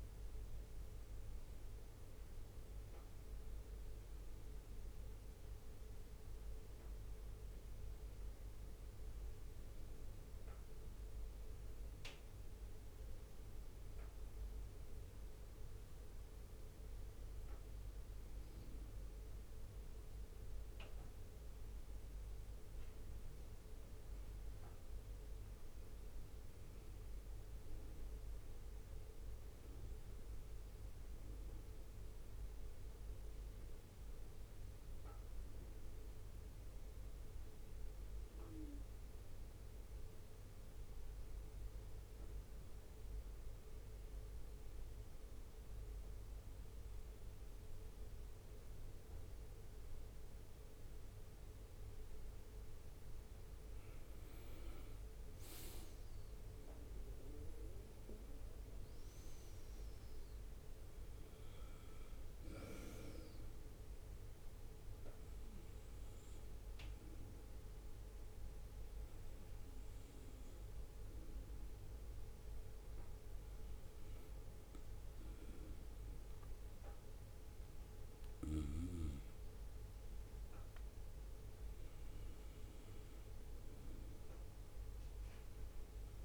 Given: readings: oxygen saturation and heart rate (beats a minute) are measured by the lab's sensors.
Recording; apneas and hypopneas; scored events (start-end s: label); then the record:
breathing in sleep, hard to hear, by a room microphone; 2
0.50-13.00 s: hypopnea (oxygen 98% before, 95% lowest, heart rate 65 before, 61 extreme, up 5 after)
15.00-19.50 s: arousal
36.00-52.00 s: obstructive apnea (oxygen 99% before, 95% lowest, heart rate 63 before, 62 extreme, up 4 after)
54.00-59.00 s: arousal
From the record:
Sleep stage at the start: N2 (light sleep); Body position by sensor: on the right side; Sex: male